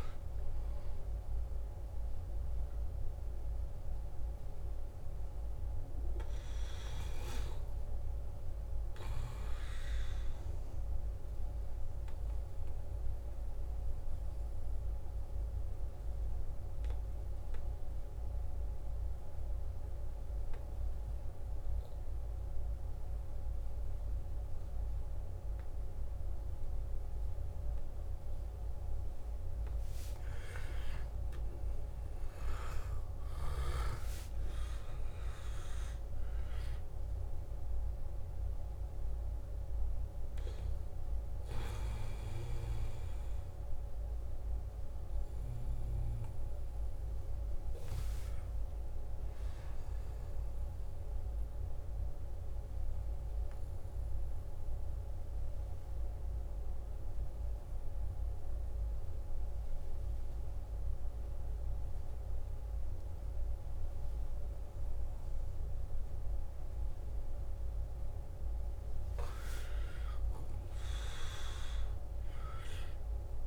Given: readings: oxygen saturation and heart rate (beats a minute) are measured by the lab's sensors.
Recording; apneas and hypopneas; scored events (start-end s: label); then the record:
breathing in sleep, hard to hear, by a room microphone; 2
0.00-19.50 s: oxygen desaturation (device-marked, oxygen 86% lowest, heart rate 53 extreme)
14.00-29.50 s: obstructive apnea (oxygen 94% before, 86% lowest, heart rate 62 before, 56 extreme, up 7 after)
31.50-36.50 s: arousal
37.50-56.50 s: oxygen desaturation (device-marked, oxygen 97% before, 93% lowest, heart rate 57 before, 51 extreme)
54.00-69.00 s: obstructive apnea (oxygen 98% before, 93% lowest, heart rate 59 before, 51 extreme, up 14 after)
70.00-73.47 s: arousal
From the record:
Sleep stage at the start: N2 (light sleep); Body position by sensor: on the back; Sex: male